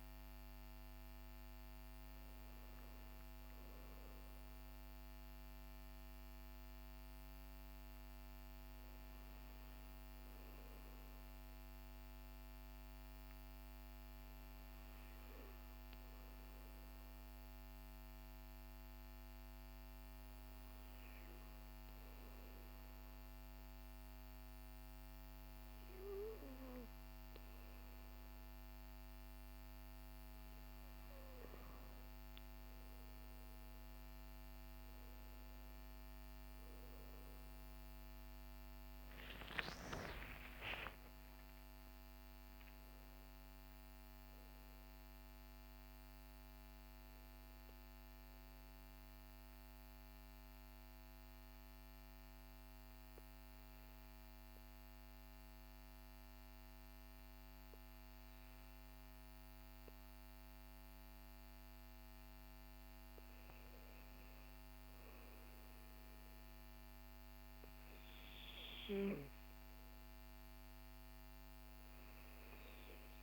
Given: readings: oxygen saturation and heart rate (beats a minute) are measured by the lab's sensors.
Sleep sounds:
breathing in sleep, hard to hear, by a microphone on the trachea; 2
10.00-26.00 s: obstructive apnea (oxygen 97% before, 95% lowest, heart rate 61 before, 49 extreme, up 10 after)
38.50-43.50 s: arousal
48.50-62.00 s: mixed apnea (oxygen 97% before, 94% lowest, heart rate 61 before, 44 extreme, up 7 after)
64.00-69.00 s: arousal
From the record:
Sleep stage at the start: N2 (light sleep); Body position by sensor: on the back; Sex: male

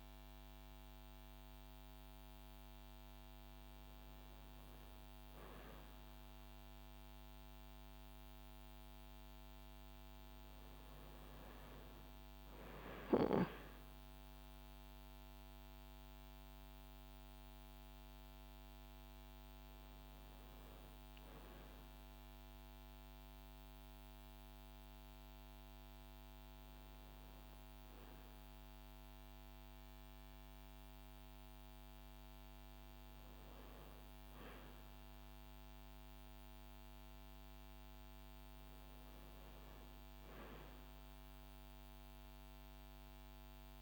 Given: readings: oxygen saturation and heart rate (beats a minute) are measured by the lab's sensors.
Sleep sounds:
a person awake in a sleep study, hard to hear, by a microphone on the trachea; none
none scored
From the record:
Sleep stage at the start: awake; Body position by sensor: on the back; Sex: female

